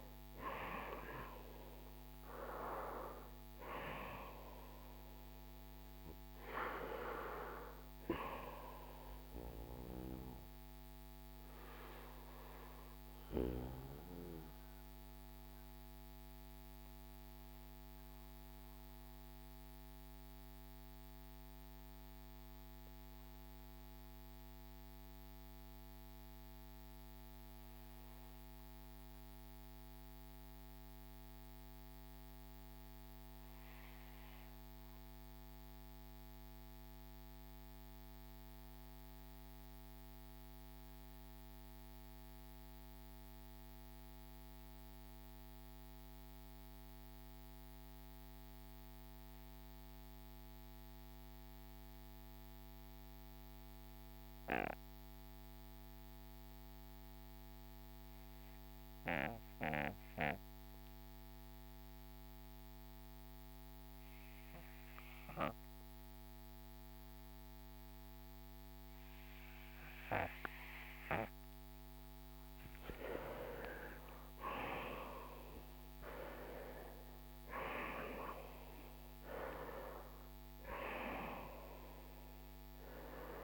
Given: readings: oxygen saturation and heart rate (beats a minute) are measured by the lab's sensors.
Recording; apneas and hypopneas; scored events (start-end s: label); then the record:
breathing in sleep by a microphone on the trachea; 1
0.00-2.00 s: arousal
12.00-70.50 s: obstructive apnea (oxygen 97% before, 79% lowest, heart rate 60 before, 43 extreme, up 9 after)
54.50-83.43 s: oxygen desaturation (device-marked, oxygen 97% before, 79% lowest, heart rate 53 before, 44 extreme)
72.50-77.50 s: arousal
From the record:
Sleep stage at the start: N2 (light sleep); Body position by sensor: on the back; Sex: male